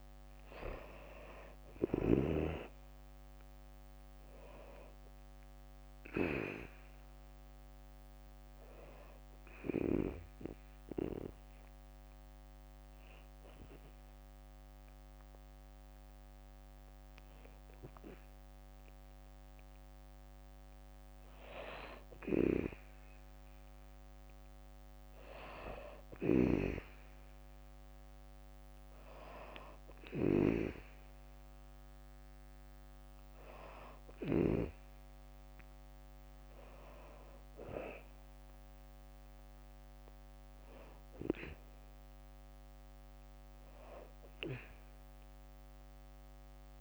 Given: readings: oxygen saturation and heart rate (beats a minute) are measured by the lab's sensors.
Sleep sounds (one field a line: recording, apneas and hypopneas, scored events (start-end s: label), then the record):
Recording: breathing in sleep by a microphone on the trachea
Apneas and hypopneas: 1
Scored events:
2.50-22.50 s: oxygen desaturation (device-marked, oxygen 96% before, 92% lowest, heart rate 64 before, 63 extreme)
8.50-19.50 s: hypopnea (oxygen 96% before, 92% lowest, heart rate 65 before, 63 extreme, up 2 after)
25.50-34.00 s: snoring (device-marked)
29.50-32.00 s: arousal
36.50-46.81 s: drop in pulse transit time (device-marked, heart rate 65 before, 63 extreme)
From the record:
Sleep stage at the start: N2 (light sleep)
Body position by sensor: on the back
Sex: female